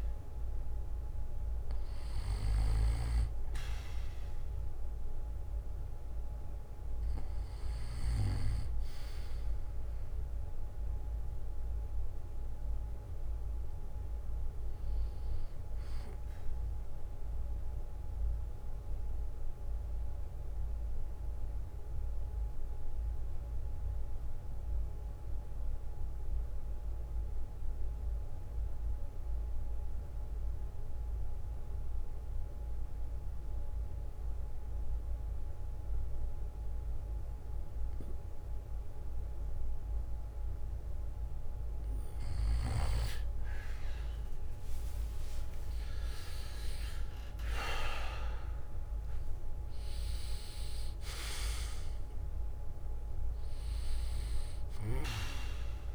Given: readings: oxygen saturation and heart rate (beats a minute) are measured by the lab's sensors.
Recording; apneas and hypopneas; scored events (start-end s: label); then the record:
breathing in sleep by a room microphone; 1
18.00-41.50 s: mixed apnea (oxygen 96% before, 93% lowest, heart rate 64 before, 57 extreme, up 9 after)
36.00-38.00 s: bradycardia (device-marked, heart rate 63 before, 58 extreme)
39.00-41.00 s: bradycardia (device-marked, heart rate 63 before, 58 extreme)
43.50-48.50 s: arousal
50.00-55.95 s: oxygen desaturation (device-marked, oxygen 97% before, 94% lowest, heart rate 62 before, 56 extreme)
From the record:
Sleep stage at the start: N2 (light sleep); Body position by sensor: on the back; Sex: male